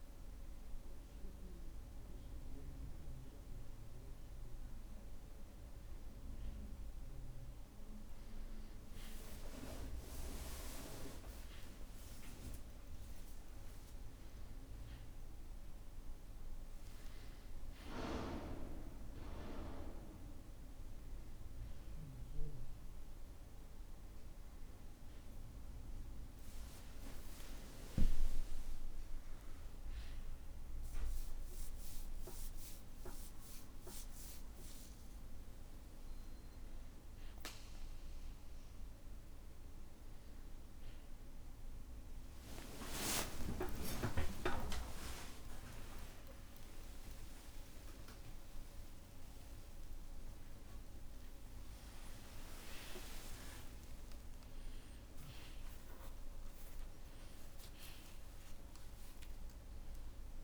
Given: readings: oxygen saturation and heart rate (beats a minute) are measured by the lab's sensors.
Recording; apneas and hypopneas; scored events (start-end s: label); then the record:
a person awake in a sleep study, by a room microphone; none
16.00-60.43 s: new sleep stage, awake
31.00-33.00 s: long interval between heartbeats (device-marked, heart rate 63 before, 69 extreme)
34.00-36.00 s: long interval between heartbeats (device-marked, heart rate 64 before, 82 extreme)
42.00-50.00 s: tachycardia (device-marked, heart rate 70 before, 160 extreme)
43.50-45.50 s: long interval between heartbeats (device-marked, heart rate 69 before, 81 extreme)
46.00-48.00 s: long interval between heartbeats (device-marked, heart rate 74 before, 123 extreme)
48.00-50.00 s: long interval between heartbeats (device-marked, heart rate 81 before, 156 extreme)
50.00-52.00 s: long interval between heartbeats (device-marked, heart rate 91 before, 132 extreme)
56.00-58.00 s: long interval between heartbeats (device-marked, heart rate 100 before, 77 extreme)
From the record:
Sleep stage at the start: N1 (lightest sleep); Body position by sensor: on the back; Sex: male